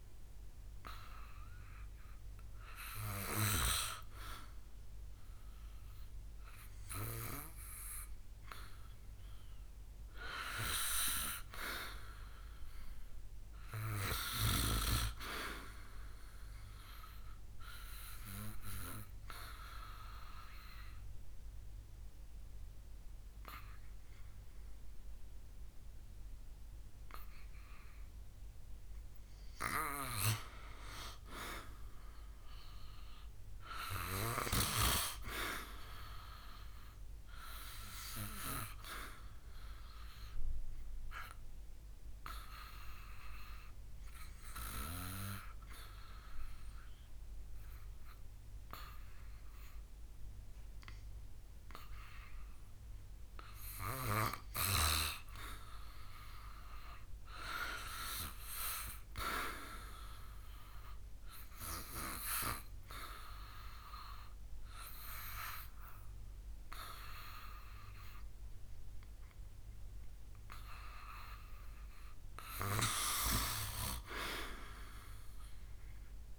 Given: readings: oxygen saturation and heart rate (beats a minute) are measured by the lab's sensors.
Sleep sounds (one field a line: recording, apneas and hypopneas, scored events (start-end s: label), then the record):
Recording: breathing in sleep by a room microphone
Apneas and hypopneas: 2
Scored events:
16.00-28.00 s: obstructive apnea (oxygen 94% before, 91% lowest, heart rate 70 before, 68 extreme, up 4 after)
31.00-34.50 s: arousal
39.50-52.00 s: obstructive apnea (oxygen 95% before, 89% lowest, heart rate 70 before, 69 extreme)
52.50-56.00 s: arousal
From the record:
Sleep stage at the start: N2 (light sleep)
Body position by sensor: on the back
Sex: male